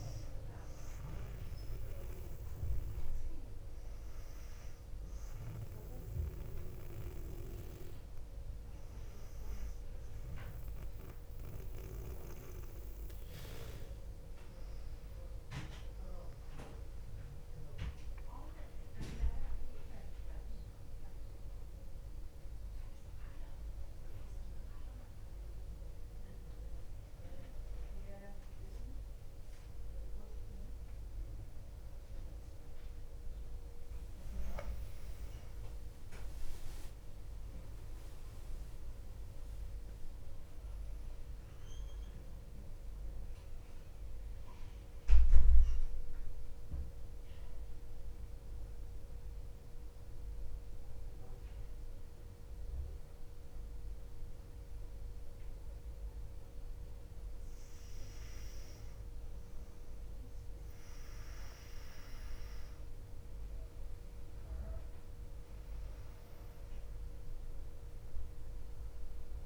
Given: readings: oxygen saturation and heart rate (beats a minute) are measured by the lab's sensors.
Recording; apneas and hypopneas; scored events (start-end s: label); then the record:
breathing in sleep by a room microphone; 2
0.00-13.50 s: oxygen desaturation (device-marked, oxygen 95% lowest, heart rate 58 extreme)
2.50-13.50 s: hypopnea (oxygen 100% before, 94% lowest, heart rate 59 before, 58 extreme, up 6 after)
17.00-20.50 s: arousal
36.50-51.50 s: drop in pulse transit time (device-marked, heart rate 61 before, 62 extreme)
46.50-58.00 s: hypopnea (oxygen 98% before, 94% lowest, heart rate 62 before, 59 extreme, up 0 after)
61.50-65.50 s: arousal
66.50-69.46 s: oxygen desaturation (device-marked, oxygen 99% before, 94% lowest, heart rate 62 before, 59 extreme)
From the record:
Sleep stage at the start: N2 (light sleep); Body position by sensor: on the back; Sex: female